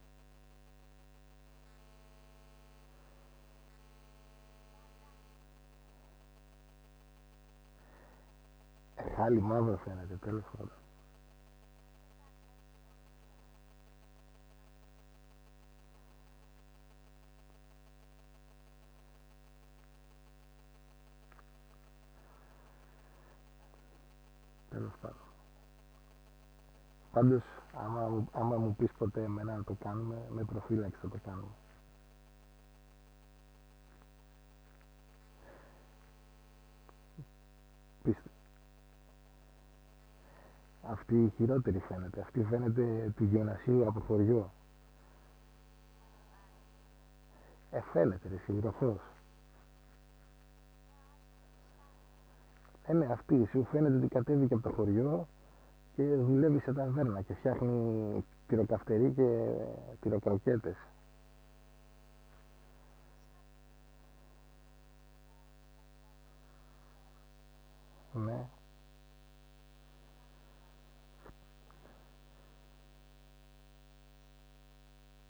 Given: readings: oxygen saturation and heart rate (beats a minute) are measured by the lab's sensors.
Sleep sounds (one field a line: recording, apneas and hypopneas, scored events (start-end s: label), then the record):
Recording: a person awake in a sleep study, by a microphone on the trachea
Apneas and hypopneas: none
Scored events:
none scored
From the record:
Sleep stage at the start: awake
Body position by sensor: on the back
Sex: male